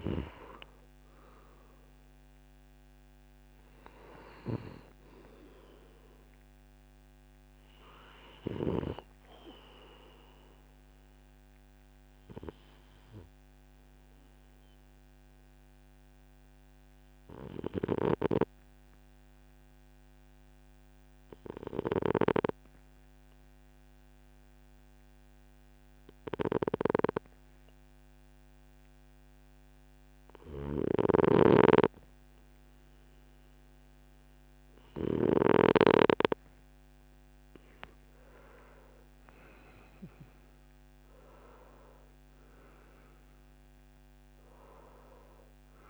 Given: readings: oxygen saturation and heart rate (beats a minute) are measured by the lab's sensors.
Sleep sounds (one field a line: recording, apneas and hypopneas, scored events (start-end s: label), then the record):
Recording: breathing in sleep by a microphone on the trachea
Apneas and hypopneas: 1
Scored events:
0.00-12.50 s: oxygen desaturation (device-marked, oxygen 91% lowest)
11.50-36.00 s: obstructive apnea (oxygen 96% before, 92% lowest)
30.50-35.50 s: snoring (device-marked)
38.00-41.50 s: arousal
From the record:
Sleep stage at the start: N2 (light sleep)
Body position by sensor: on the right side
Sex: male